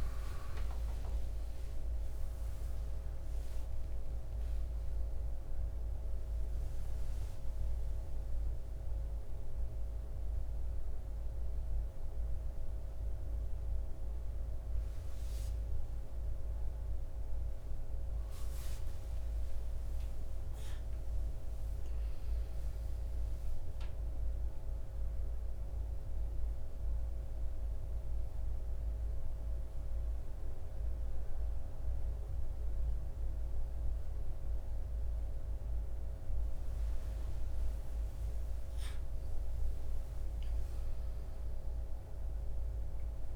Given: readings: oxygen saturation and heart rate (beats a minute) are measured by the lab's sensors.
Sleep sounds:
a person awake in a sleep study, hard to hear, by a room microphone; none
none scored
From the record:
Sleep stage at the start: awake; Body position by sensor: on the left side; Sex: male

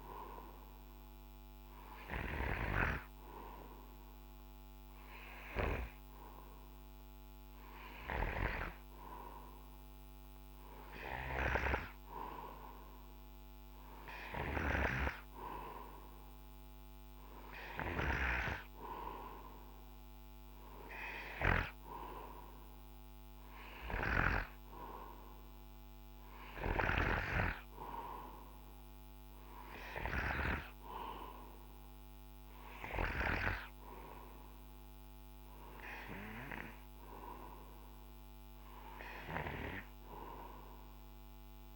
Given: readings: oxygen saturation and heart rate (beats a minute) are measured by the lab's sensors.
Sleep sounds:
breathing in sleep by a microphone on the trachea; none
none scored
From the record:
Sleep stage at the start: N2 (light sleep); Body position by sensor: on the right side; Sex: male

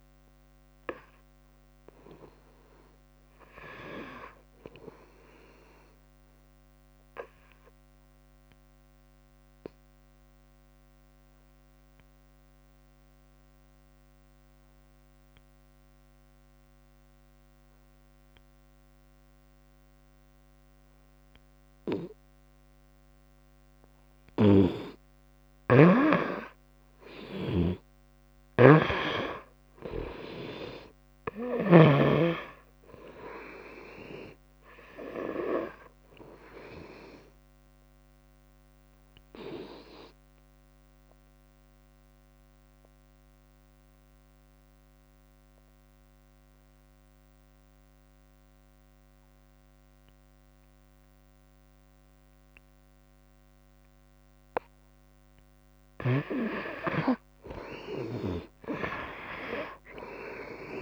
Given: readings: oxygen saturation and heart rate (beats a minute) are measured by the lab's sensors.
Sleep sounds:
breathing in sleep by a microphone on the trachea; 2
0.00-8.00 s: oxygen desaturation (device-marked, oxygen 85% lowest, heart rate 62 extreme)
5.00-23.00 s: obstructive apnea (oxygen 94% before, 89% lowest, heart rate 71 before, 62 extreme, up 5 after)
24.50-32.00 s: snoring (device-marked)
25.00-30.50 s: arousal
27.00-48.00 s: oxygen desaturation (device-marked, oxygen 97% before, 89% lowest, heart rate 65 before, 66 extreme)
41.50-55.50 s: obstructive apnea (oxygen 97% before, 89% lowest, heart rate 70 before, 66 extreme, up 21 after)
51.00-53.00 s: long interval between heartbeats (device-marked, heart rate 71 before, 88 extreme)
58.00-60.82 s: arousal
From the record:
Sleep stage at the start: N2 (light sleep); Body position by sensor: on the front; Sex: female

